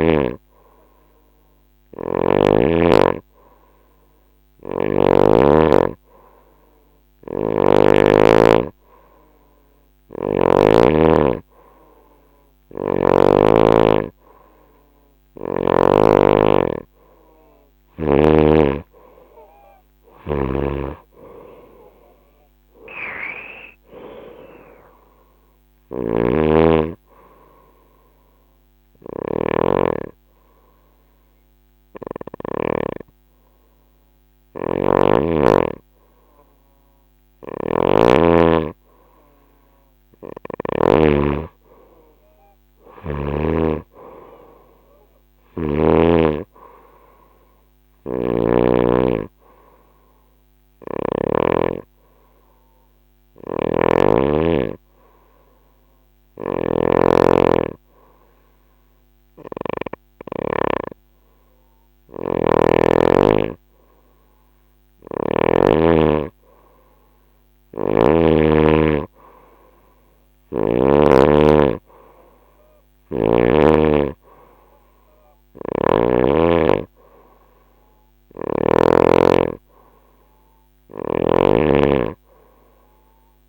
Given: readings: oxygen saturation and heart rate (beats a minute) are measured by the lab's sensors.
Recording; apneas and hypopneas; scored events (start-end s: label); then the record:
breathing in sleep by a microphone on the trachea; 2
1.00-4.50 s: snoring (device-marked)
6.50-10.00 s: snoring (device-marked)
19.50-32.00 s: snoring (device-marked)
25.50-37.00 s: obstructive apnea (oxygen 97% before, 93% lowest, heart rate 71 before, 66 extreme, up 3 after)
36.50-40.50 s: snoring (device-marked)
41.00-45.50 s: arousal
50.50-64.00 s: hypopnea (oxygen 97% before, 93% lowest, heart rate 69 before, 66 extreme, up 3 after)
52.50-60.00 s: snoring (device-marked)
69.50-73.00 s: snoring (device-marked)
69.50-74.00 s: arousal
80.00-83.49 s: snoring (device-marked)
From the record:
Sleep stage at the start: N2 (light sleep); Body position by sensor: on the right side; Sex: female